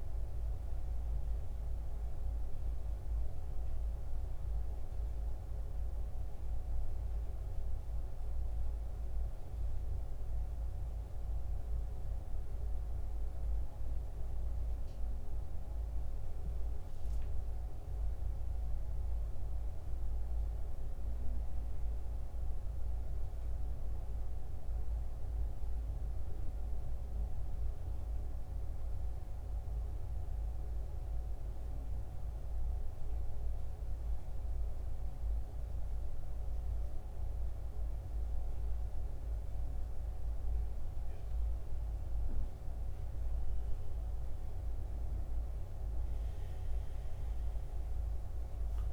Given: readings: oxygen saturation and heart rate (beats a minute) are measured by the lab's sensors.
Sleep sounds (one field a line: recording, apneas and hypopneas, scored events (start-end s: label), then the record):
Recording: breathing in sleep, hard to hear, by a room microphone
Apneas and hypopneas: 1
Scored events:
1.00-20.00 s: oxygen desaturation (device-marked, oxygen 92% before, 88% lowest, heart rate 71 before, 66 extreme)
22.50-25.50 s: arousal
28.00-42.00 s: central apnea (oxygen 94% before, 86% lowest, heart rate 72 before, 66 extreme, up 13 after)
43.00-48.92 s: oxygen desaturation (device-marked, oxygen 94% before, 86% lowest, heart rate 69 before, 65 extreme)
43.50-48.00 s: arousal
From the record:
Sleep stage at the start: N2 (light sleep)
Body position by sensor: on the back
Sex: male